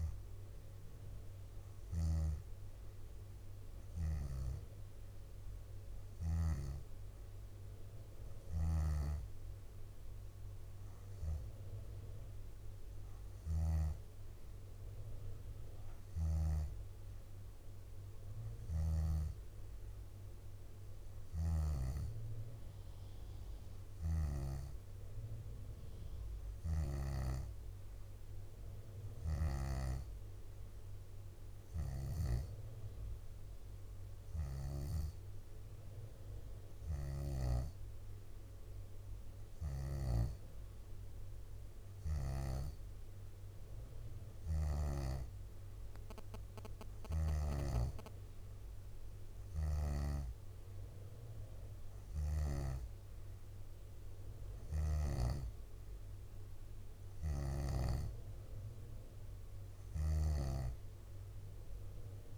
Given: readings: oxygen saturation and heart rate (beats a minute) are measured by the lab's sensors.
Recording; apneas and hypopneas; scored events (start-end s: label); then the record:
breathing in sleep by a room microphone; none
18.50-24.50 s: snoring (device-marked)
26.50-28.00 s: leg movement (device-marked)
26.50-35.00 s: snoring (device-marked)
31.00-33.50 s: leg movement (device-marked)
35.50-46.50 s: drop in pulse transit time (device-marked, heart rate 67 before, 64 extreme)
54.50-58.00 s: snoring (device-marked)
60.00-62.38 s: snoring (device-marked)
From the record:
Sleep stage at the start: N2 (light sleep); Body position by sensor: on the back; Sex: female